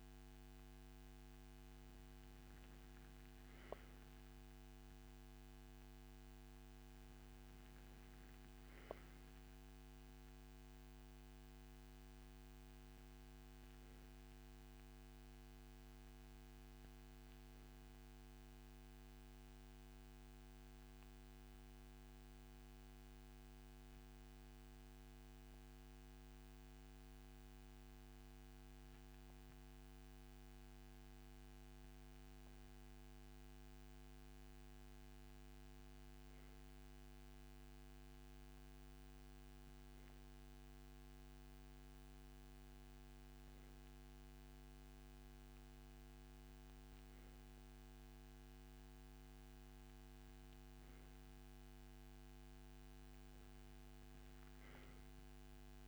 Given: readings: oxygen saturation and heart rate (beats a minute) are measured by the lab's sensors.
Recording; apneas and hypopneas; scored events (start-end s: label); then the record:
breathing in sleep, hard to hear, by a microphone on the trachea; 1
17.50-29.50 s: hypopnea (oxygen 97% before, 94% lowest, heart rate 80 before, 75 extreme, up 1 after)
32.00-35.50 s: arousal
From the record:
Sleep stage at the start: N2 (light sleep); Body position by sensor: on the right side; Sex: male